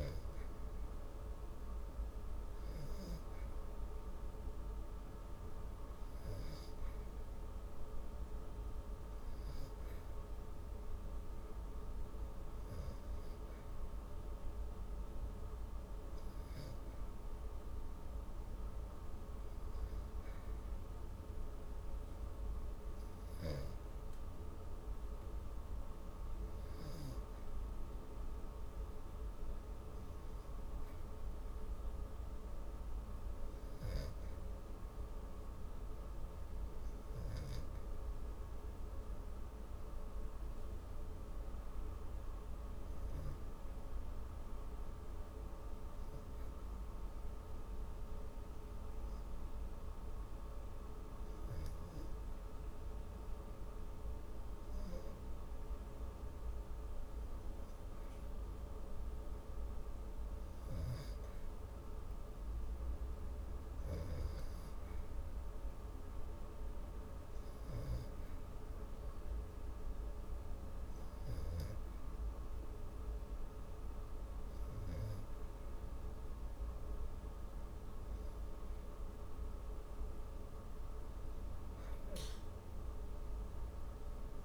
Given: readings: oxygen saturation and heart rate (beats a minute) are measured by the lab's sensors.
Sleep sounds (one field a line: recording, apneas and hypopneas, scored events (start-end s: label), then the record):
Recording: breathing in sleep, hard to hear, by a room microphone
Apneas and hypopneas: 2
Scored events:
21.50-25.00 s: arousal
28.50-52.50 s: oxygen desaturation (device-marked, oxygen 93% before, 88% lowest)
34.00-44.50 s: obstructive apnea (oxygen 94% before, 88% lowest)
50.00-54.00 s: arousal
64.50-78.00 s: hypopnea (oxygen 92% before, 89% lowest)
80.50-84.45 s: arousal
From the record:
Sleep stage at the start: REM sleep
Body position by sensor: on the back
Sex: female